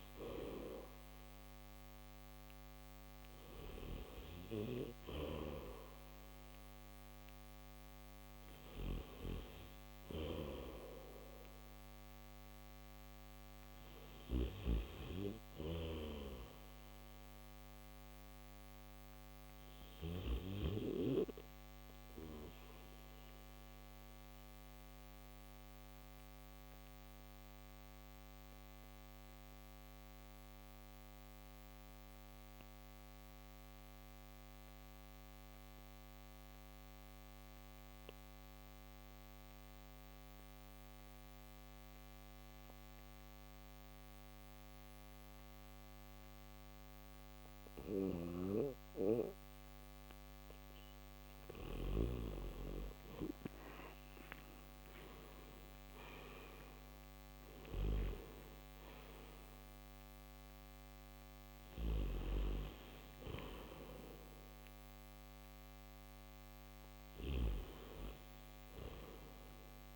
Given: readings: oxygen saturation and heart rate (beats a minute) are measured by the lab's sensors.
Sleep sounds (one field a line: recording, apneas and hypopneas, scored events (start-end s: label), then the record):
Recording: breathing in sleep by a microphone on the trachea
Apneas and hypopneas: none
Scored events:
4.50-20.00 s: snoring (device-marked)
13.50-22.50 s: oxygen desaturation (device-marked, oxygen 96% before, 90% lowest, heart rate 73 before, 65 extreme)
43.50-69.96 s: oxygen desaturation (device-marked, oxygen 98% before, 89% lowest, heart rate 68 before, 63 extreme)
47.50-51.50 s: snoring (device-marked)
61.00-69.96 s: snoring (device-marked)
From the record:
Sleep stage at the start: N1 (lightest sleep)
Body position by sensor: on the back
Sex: male